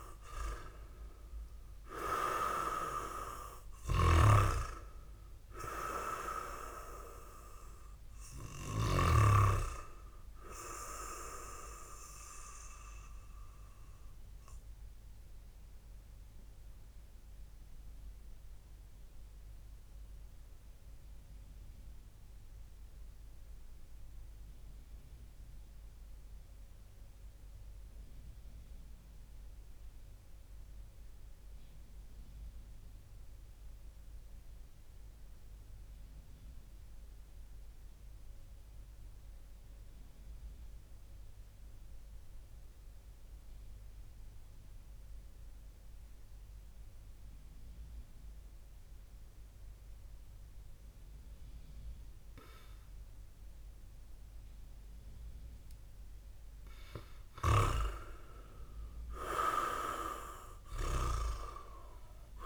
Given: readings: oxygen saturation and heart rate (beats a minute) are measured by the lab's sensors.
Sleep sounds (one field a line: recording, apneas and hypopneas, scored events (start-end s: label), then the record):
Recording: breathing in sleep by a room microphone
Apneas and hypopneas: 1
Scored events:
0.00-1.50 s: arousal
0.00-8.00 s: oxygen desaturation (device-marked, oxygen 95% lowest, heart rate 51 extreme)
3.50-9.00 s: snoring (device-marked)
14.50-54.00 s: mixed apnea (oxygen 99% before, 95% lowest, heart rate 58 before, 47 extreme, up 3 after)
57.00-61.00 s: snoring (device-marked)
58.50-62.46 s: arousal
61.00-62.46 s: oxygen desaturation (device-marked, oxygen 98% before, 95% lowest, heart rate 60 before, 55 extreme)
From the record:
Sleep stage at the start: N2 (light sleep)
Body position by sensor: on the back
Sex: male